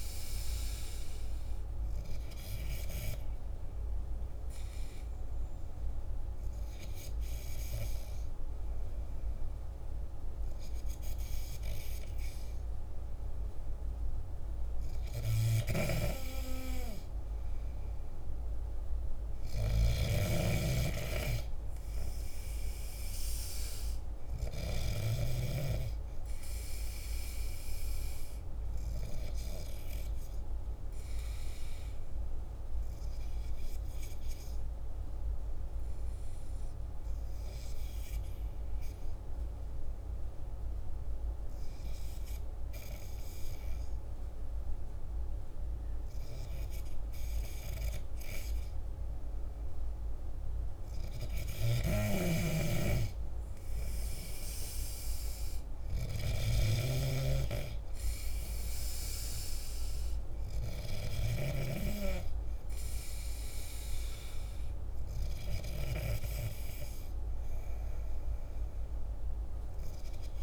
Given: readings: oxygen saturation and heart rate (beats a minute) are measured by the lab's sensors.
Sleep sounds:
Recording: breathing in sleep by a room microphone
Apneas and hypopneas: 1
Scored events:
0.00-13.50 s: oxygen desaturation (device-marked, oxygen 93% lowest, heart rate 49 extreme)
15.00-25.00 s: snoring (device-marked)
22.00-26.50 s: arousal
31.00-47.50 s: hypopnea (oxygen 97% before, 92% lowest, heart rate 50 before, 49 extreme, up 2 after)
49.00-53.50 s: arousal
50.50-70.42 s: oxygen desaturation (device-marked, oxygen 97% before, 94% lowest, heart rate 50 before, 48 extreme)
51.00-56.50 s: snoring (device-marked)
From the record:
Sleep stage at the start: N2 (light sleep)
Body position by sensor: on the back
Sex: male

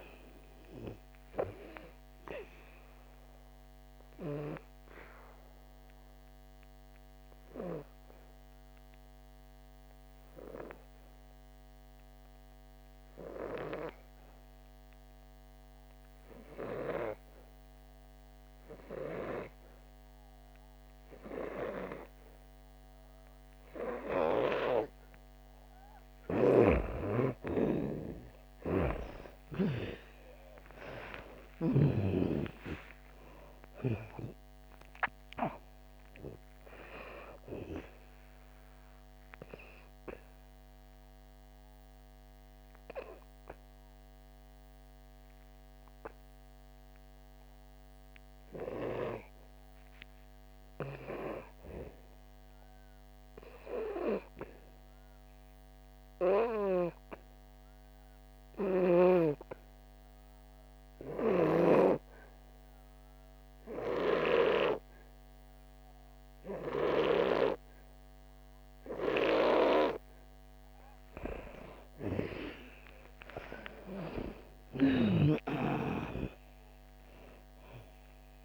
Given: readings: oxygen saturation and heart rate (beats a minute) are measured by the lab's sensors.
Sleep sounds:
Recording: breathing in sleep by a microphone on the trachea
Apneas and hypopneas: 2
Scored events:
0.00-22.50 s: oxygen desaturation (device-marked, oxygen 88% lowest, heart rate 59 extreme)
4.00-25.50 s: obstructive apnea (oxygen 97% before, 87% lowest, heart rate 67 before, 59 extreme, up 7 after)
28.50-59.50 s: oxygen desaturation (device-marked, oxygen 98% before, 87% lowest, heart rate 63 before, 61 extreme)
31.00-36.00 s: arousal
54.50-70.50 s: obstructive apnea (oxygen 97% before, 87% lowest, heart rate 67 before, 54 extreme, up 5 after)
71.50-78.45 s: oxygen desaturation (device-marked, oxygen 98% before, 88% lowest, heart rate 65 before, 54 extreme)
72.50-77.00 s: arousal
From the record:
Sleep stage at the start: N2 (light sleep)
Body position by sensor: on the back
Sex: female

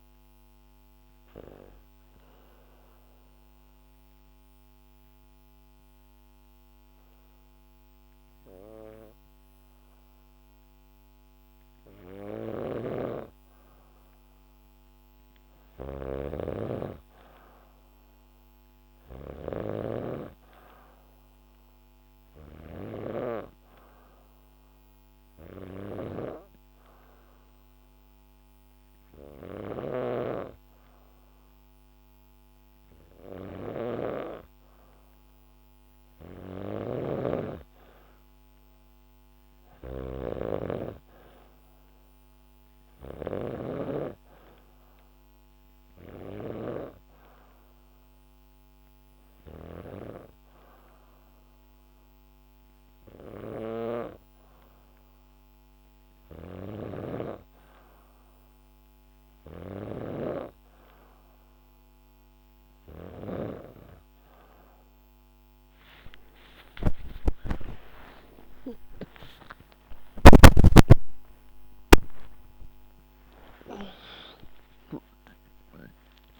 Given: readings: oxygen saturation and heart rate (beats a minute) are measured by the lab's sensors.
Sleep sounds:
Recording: breathing in sleep by a microphone on the trachea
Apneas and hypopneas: 2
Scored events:
0.00-9.00 s: oxygen desaturation (device-marked, oxygen 94% lowest, heart rate 71 extreme)
2.00-12.00 s: obstructive apnea (oxygen 98% before, 93% lowest, heart rate 71 before, 71 extreme, up 2 after)
11.50-33.50 s: snoring (device-marked)
15.00-18.50 s: arousal
25.00-35.00 s: hypopnea (oxygen 98% before, 93% lowest, heart rate 73 before, 72 extreme, up 3 after)
35.50-53.50 s: snoring (device-marked)
36.00-40.00 s: arousal
38.00-53.00 s: oxygen desaturation (device-marked, oxygen 96% before, 93% lowest, heart rate 74 before, 74 extreme)
55.50-63.00 s: snoring (device-marked)
66.00-76.40 s: new sleep stage, awake
From the record:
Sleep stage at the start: N2 (light sleep)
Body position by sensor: on the back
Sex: female

